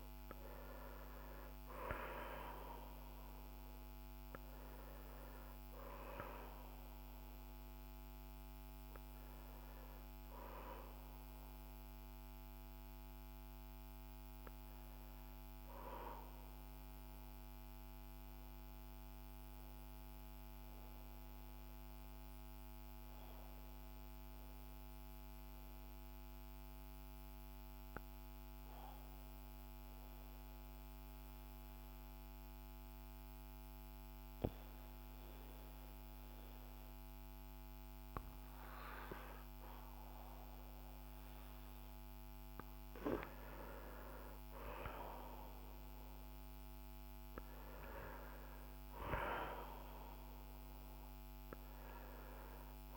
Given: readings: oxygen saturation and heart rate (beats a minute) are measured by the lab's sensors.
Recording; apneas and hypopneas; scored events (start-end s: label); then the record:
breathing in sleep by a microphone on the trachea; 1
0.50-4.50 s: oxygen desaturation (device-marked, oxygen 94% before, 89% lowest, heart rate 57 before, 48 extreme)
18.00-44.00 s: mixed apnea (oxygen 94% before, 89% lowest, heart rate 60 before, 51 extreme, up 6 after)
46.00-49.50 s: arousal
49.50-52.97 s: oxygen desaturation (device-marked, oxygen 96% before, 91% lowest, heart rate 57 before, 51 extreme)
From the record:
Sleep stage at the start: N2 (light sleep); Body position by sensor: on the back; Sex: male